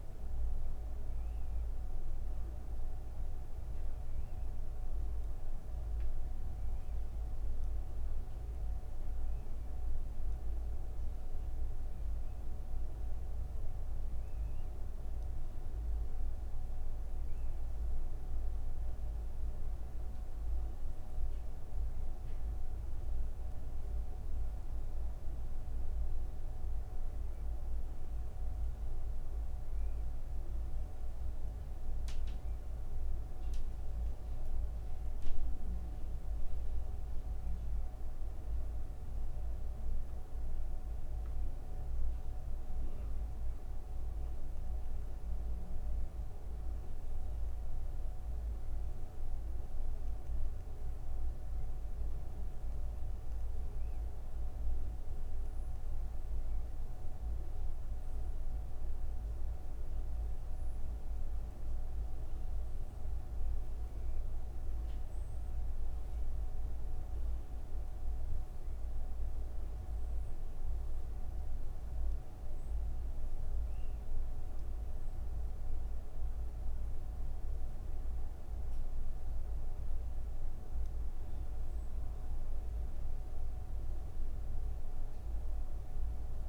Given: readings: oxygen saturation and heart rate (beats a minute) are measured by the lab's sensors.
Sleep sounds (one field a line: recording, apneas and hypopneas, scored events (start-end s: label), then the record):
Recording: breathing in sleep, hard to hear, by a room microphone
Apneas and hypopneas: none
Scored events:
none scored
From the record:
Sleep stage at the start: N1 (lightest sleep)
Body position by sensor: on the back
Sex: female